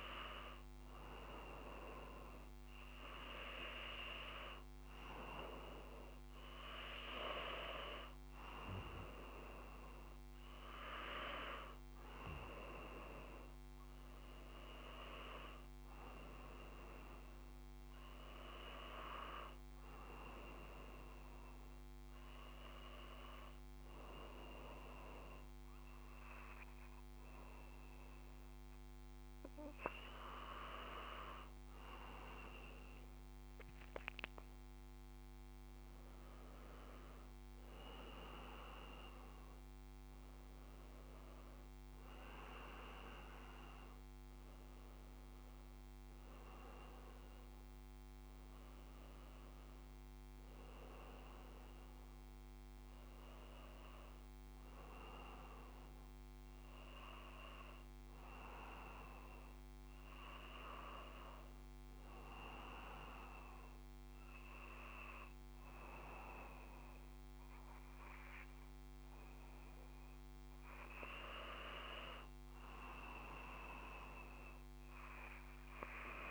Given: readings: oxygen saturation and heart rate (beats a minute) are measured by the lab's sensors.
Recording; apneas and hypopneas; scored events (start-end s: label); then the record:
breathing in sleep by a microphone on the trachea; none
0.00-1.00 s: arousal
32.00-36.50 s: arousal
From the record:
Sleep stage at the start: N2 (light sleep); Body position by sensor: on the back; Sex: male